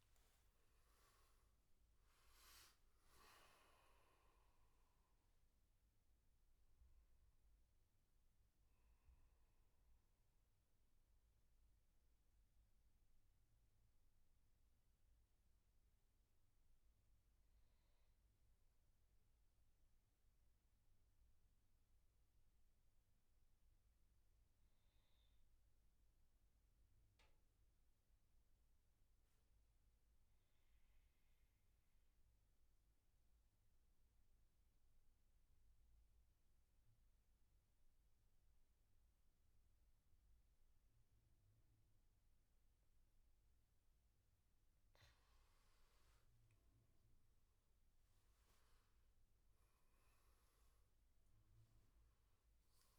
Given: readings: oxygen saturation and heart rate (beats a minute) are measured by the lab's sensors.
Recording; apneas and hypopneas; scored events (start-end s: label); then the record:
breathing in sleep, hard to hear, by a room microphone; 1
0.00-2.50 s: arousal
0.00-22.00 s: oxygen desaturation (device-marked, oxygen 87% lowest, heart rate 61 extreme)
10.50-45.00 s: mixed apnea (oxygen 99% before, 87% lowest, heart rate 81 before, 61 extreme, up 13 after)
43.00-52.99 s: oxygen desaturation (device-marked, oxygen 98% before, 90% lowest, heart rate 74 before, 63 extreme)
48.00-52.00 s: arousal
From the record:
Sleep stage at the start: N2 (light sleep); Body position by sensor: on the back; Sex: male